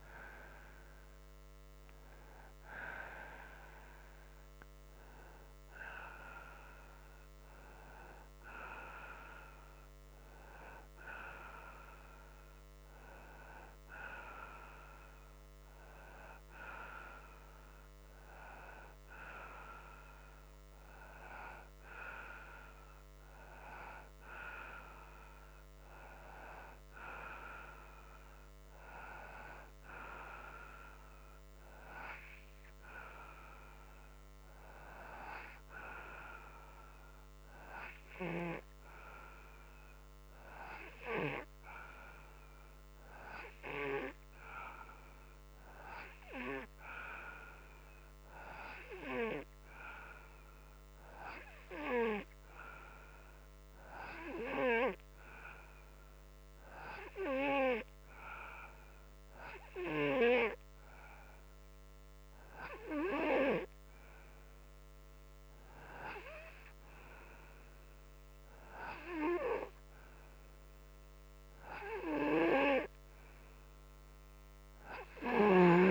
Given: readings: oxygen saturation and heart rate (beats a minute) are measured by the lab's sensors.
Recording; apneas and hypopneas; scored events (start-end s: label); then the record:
breathing in sleep by a microphone on the trachea; none
none scored
From the record:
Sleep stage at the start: N2 (light sleep); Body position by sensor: upright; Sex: male